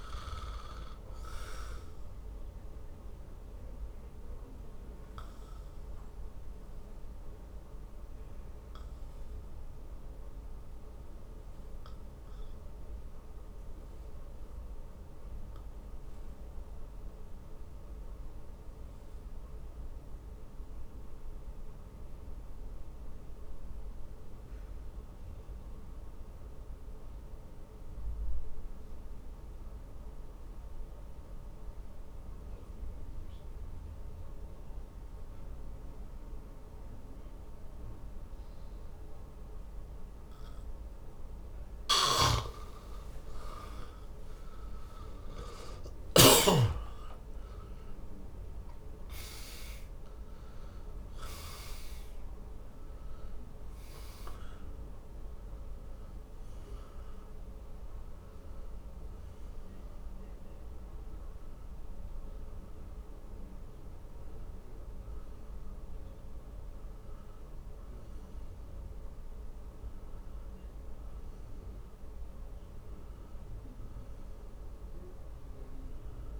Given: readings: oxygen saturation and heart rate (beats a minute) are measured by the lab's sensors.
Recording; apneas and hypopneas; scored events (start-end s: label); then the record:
breathing in sleep by a room microphone; 1
3.50-40.00 s: obstructive apnea (oxygen 100% before, 84% lowest, heart rate 58 before, 51 extreme, up 17 after)
17.50-34.50 s: oxygen desaturation (device-marked, oxygen 96% before, 87% lowest, heart rate 56 before, 52 extreme)
41.50-46.50 s: snoring (device-marked)
43.50-48.50 s: arousal
71.50-76.40 s: oxygen desaturation (device-marked, oxygen 97% before, 84% lowest, heart rate 69 before, 49 extreme)
From the record:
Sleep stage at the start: N2 (light sleep); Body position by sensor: on the back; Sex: male